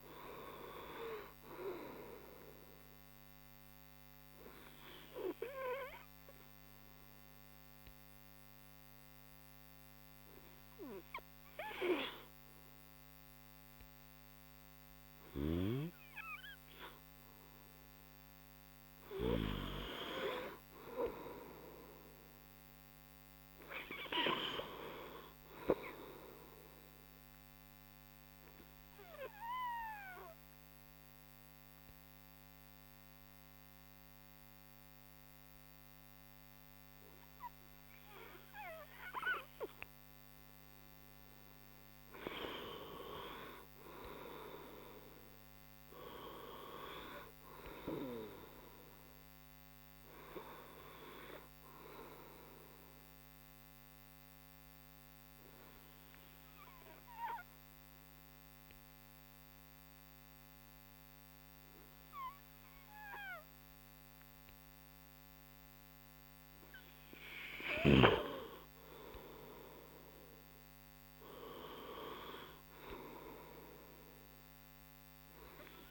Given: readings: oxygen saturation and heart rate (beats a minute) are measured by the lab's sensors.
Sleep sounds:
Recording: breathing in sleep by a microphone on the trachea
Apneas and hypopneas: 3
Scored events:
0.00-10.00 s: oxygen desaturation (device-marked, oxygen 98% before, 95% lowest)
4.50-18.00 s: hypopnea (oxygen 98% before, 93% lowest)
20.00-23.50 s: arousal
27.00-39.50 s: obstructive apnea (oxygen 99% before, 94% lowest)
31.00-44.00 s: oxygen desaturation (device-marked, oxygen 99% before, 95% lowest)
41.50-45.00 s: arousal
54.50-65.50 s: obstructive apnea (oxygen 99% before, 94% lowest)
61.00-71.00 s: oxygen desaturation (device-marked, oxygen 97% before, 94% lowest)
70.00-74.00 s: arousal
From the record:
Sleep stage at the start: N2 (light sleep)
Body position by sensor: on the right side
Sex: male

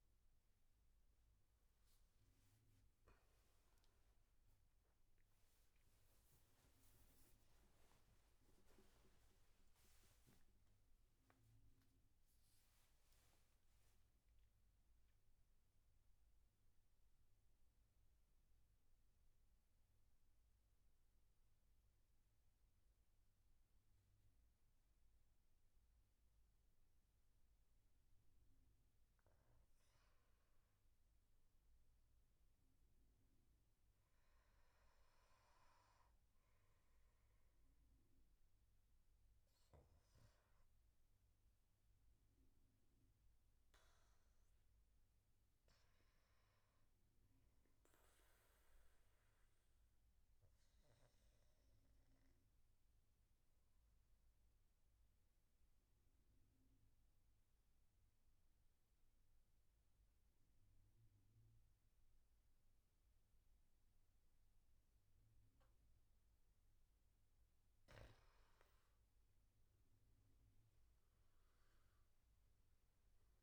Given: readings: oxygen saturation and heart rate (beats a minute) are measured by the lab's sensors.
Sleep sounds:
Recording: breathing in sleep, hard to hear, by a room microphone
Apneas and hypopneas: 2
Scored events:
0.00-16.00 s: oxygen desaturation (device-marked, oxygen 92% lowest, heart rate 63 extreme)
14.00-26.50 s: central apnea (oxygen 98% before, 92% lowest, heart rate 79 before, 63 extreme, up 5 after)
27.00-31.00 s: arousal
34.00-48.00 s: oxygen desaturation (device-marked, oxygen 99% before, 95% lowest, heart rate 69 before, 65 extreme)
49.50-66.00 s: obstructive apnea (oxygen 99% before, 92% lowest, heart rate 70 before, 65 extreme, up 18 after)
69.00-73.43 s: arousal
71.00-73.43 s: oxygen desaturation (device-marked, oxygen 96% before, 92% lowest, heart rate 70 before, 63 extreme)
From the record:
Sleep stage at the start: N2 (light sleep)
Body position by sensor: on the back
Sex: male

